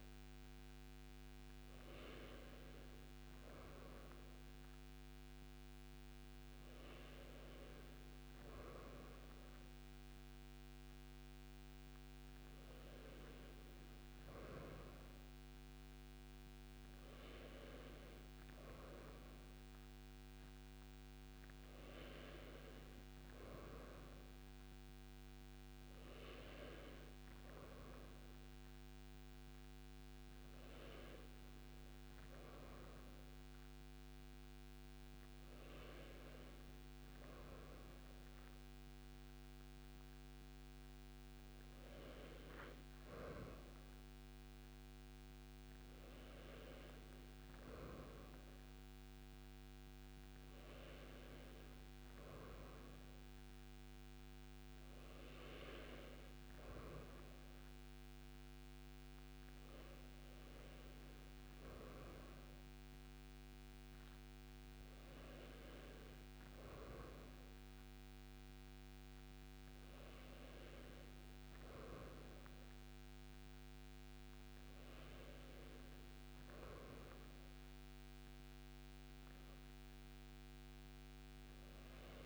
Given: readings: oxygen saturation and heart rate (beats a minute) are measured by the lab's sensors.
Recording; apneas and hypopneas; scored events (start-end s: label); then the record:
breathing in sleep, hard to hear, by a microphone on the trachea; none
none scored
From the record:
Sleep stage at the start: N2 (light sleep); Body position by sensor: on the right side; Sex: male